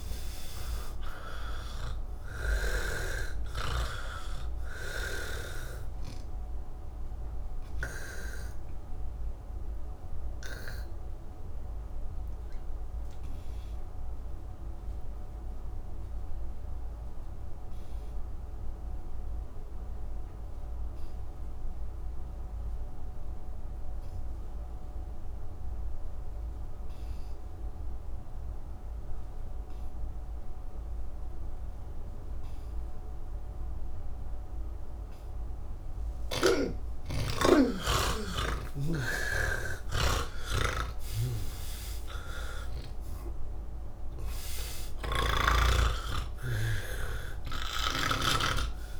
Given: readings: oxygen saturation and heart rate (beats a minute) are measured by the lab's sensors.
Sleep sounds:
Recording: breathing in sleep by a room microphone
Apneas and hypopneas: 1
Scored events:
0.00-3.00 s: snoring (device-marked)
0.00-5.50 s: oxygen desaturation (device-marked, oxygen 84% lowest)
7.50-22.50 s: oxygen desaturation (device-marked, oxygen 88% before, 80% lowest)
8.50-35.00 s: obstructive apnea (oxygen 98% before, 80% lowest)
8.50-49.00 s: new sleep stage, N2 (light sleep)
31.50-49.00 s: oxygen desaturation (device-marked, oxygen 99% before, 82% lowest, heart rate 91 before, 67 extreme)
41.50-48.50 s: snoring (device-marked)
From the record:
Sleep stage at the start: N3 (deep sleep)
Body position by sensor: on the back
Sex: male

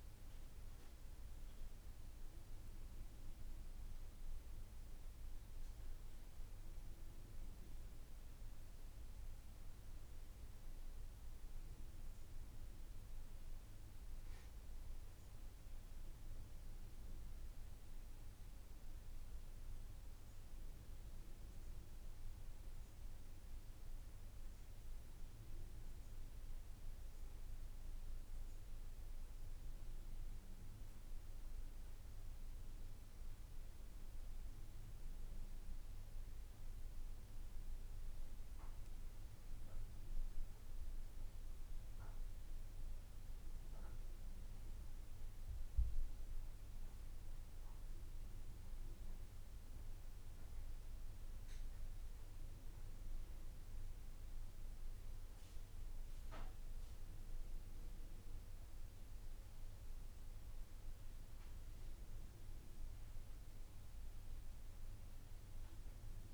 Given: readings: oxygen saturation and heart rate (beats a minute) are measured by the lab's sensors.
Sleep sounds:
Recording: breathing in sleep, hard to hear, by a room microphone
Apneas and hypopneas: none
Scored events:
5.50-66.34 s: new sleep stage, N2 (light sleep)
From the record:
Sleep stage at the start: N1 (lightest sleep)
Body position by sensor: on the back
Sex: male

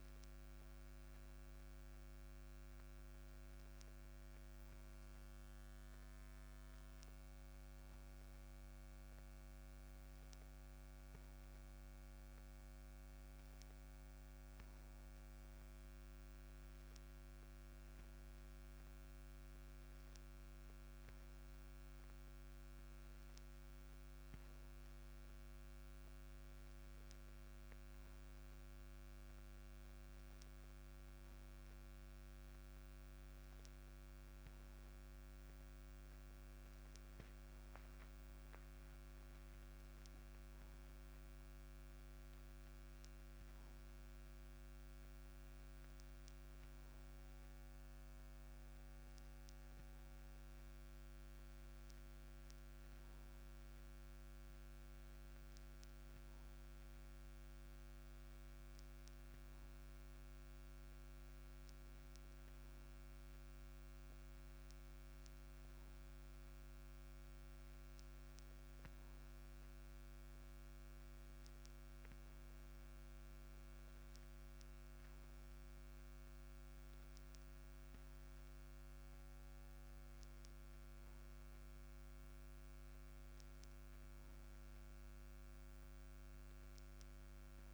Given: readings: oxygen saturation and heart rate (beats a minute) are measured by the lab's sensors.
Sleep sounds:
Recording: a person awake in a sleep study, hard to hear, by a microphone on the trachea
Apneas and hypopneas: none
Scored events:
none scored
From the record:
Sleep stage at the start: awake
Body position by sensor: on the back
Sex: male

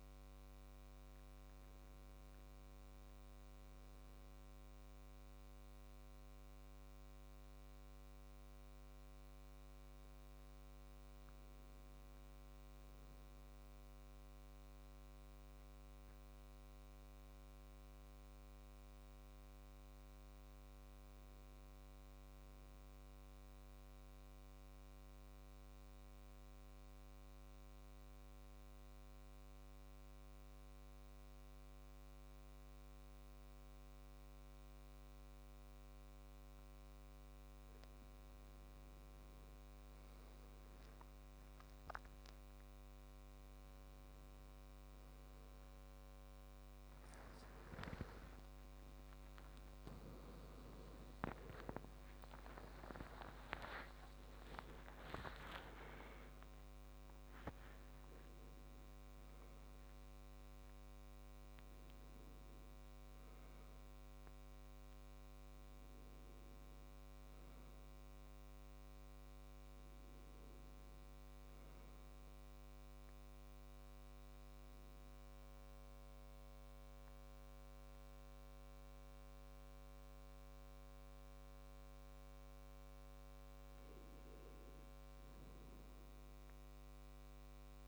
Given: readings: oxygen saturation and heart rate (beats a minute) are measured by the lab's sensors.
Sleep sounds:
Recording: breathing in sleep by a microphone on the trachea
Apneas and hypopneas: 1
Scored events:
23.50-37.00 s: central apnea (oxygen 95% before, 85% lowest, heart rate 68 before, 68 extreme, up 8 after)
35.50-69.50 s: oxygen desaturation (device-marked, oxygen 96% before, 85% lowest, heart rate 69 before, 67 extreme)
49.50-54.00 s: arousal
54.00-56.00 s: long interval between heartbeats (device-marked, heart rate 72 before, 83 extreme)
From the record:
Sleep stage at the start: N2 (light sleep)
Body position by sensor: on the back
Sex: male

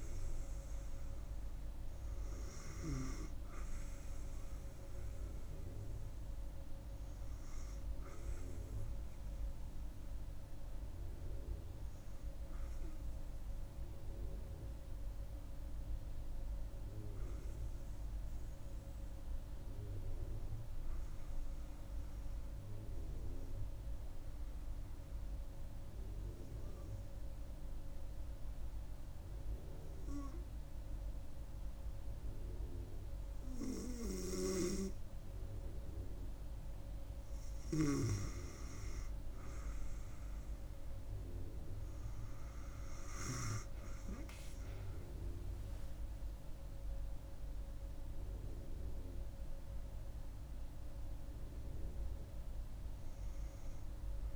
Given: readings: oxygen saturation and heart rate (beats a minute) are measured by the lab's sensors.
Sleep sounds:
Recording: breathing in sleep by a room microphone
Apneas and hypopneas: 1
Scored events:
0.00-13.00 s: oxygen desaturation (device-marked, oxygen 91% lowest)
15.50-32.50 s: hypopnea (oxygen 96% before, 92% lowest)
34.50-38.00 s: arousal
39.00-54.36 s: oxygen desaturation (device-marked, oxygen 95% before, 92% lowest)
From the record:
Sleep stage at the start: N2 (light sleep)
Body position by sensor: on the right side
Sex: female

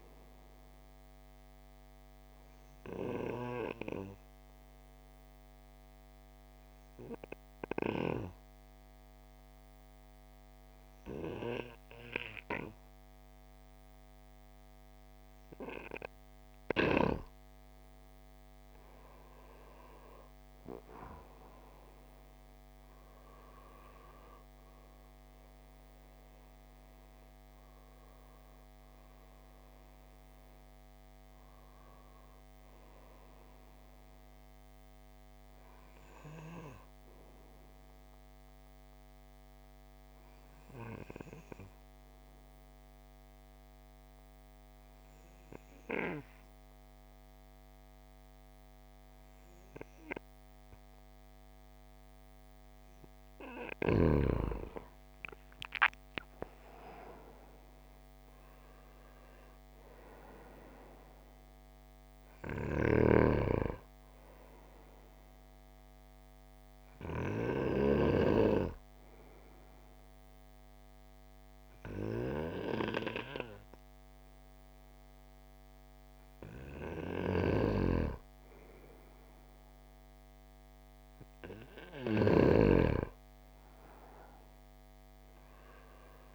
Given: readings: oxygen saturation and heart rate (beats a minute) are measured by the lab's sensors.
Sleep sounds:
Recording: breathing in sleep by a microphone on the trachea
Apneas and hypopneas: 3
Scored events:
2.00-19.00 s: obstructive apnea (oxygen 94% before, 90% lowest)
22.00-27.00 s: arousal
34.00-49.00 s: oxygen desaturation (device-marked, oxygen 93% before, 90% lowest)
38.50-53.50 s: obstructive apnea (oxygen 94% before, 91% lowest)
56.00-59.50 s: arousal
62.50-68.00 s: snoring (device-marked)
64.00-82.00 s: oxygen desaturation (device-marked, oxygen 96% before, 92% lowest)
66.50-82.00 s: obstructive apnea (oxygen 96% before, 87% lowest)
83.50-86.35 s: arousal
From the record:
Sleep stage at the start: N2 (light sleep)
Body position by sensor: on the right side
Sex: male

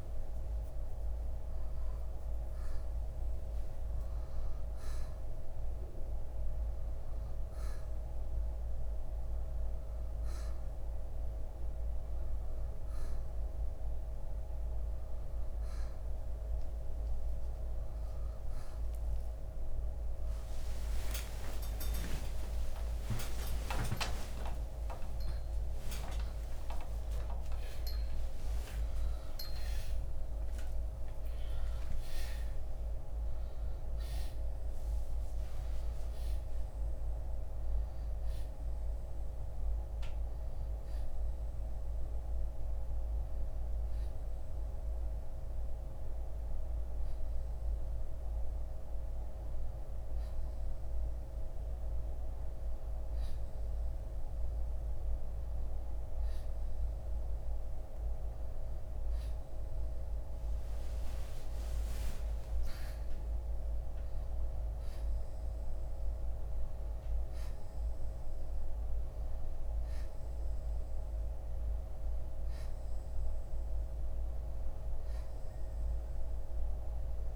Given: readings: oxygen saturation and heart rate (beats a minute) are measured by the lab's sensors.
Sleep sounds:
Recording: breathing in sleep, hard to hear, by a room microphone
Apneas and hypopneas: none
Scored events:
29.00-33.50 s: arousal
42.00-56.00 s: oxygen desaturation (device-marked, oxygen 91% before, 87% lowest, heart rate 101 before, 72 extreme)
68.00-77.36 s: oxygen desaturation (device-marked, oxygen 95% before, 90% lowest, heart rate 79 before, 71 extreme)
From the record:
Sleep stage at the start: N1 (lightest sleep)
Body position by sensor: on the back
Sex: male

